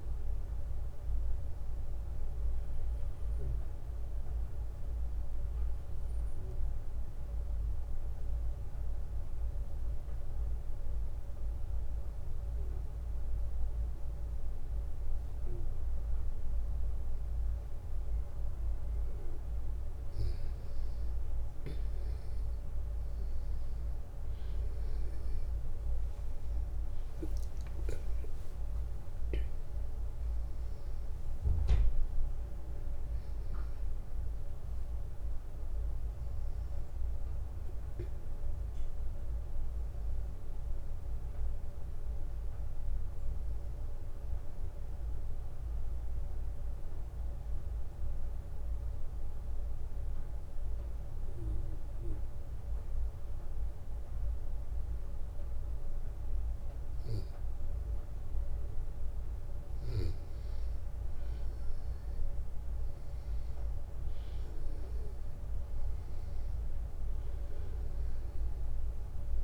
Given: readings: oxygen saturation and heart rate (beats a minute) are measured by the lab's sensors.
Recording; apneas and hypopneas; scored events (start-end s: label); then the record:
breathing in sleep, hard to hear, by a room microphone; 2
0.00-11.50 s: oxygen desaturation (device-marked, oxygen 92% lowest, heart rate 60 extreme)
4.00-17.00 s: obstructive apnea (oxygen 97% before, 92% lowest, heart rate 66 before, 60 extreme, up 5 after)
20.00-25.00 s: arousal
26.50-46.50 s: oxygen desaturation (device-marked, oxygen 98% before, 93% lowest, heart rate 62 before, 60 extreme)
26.50-69.44 s: new sleep stage, N1 (lightest sleep)
44.50-57.00 s: obstructive apnea (oxygen 98% before, 93% lowest, heart rate 66 before, 60 extreme, up 3 after)
60.00-64.00 s: arousal
64.50-69.44 s: oxygen desaturation (device-marked, oxygen 96% before, 93% lowest, heart rate 61 before, 60 extreme)
From the record:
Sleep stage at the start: N2 (light sleep); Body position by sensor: on the back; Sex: male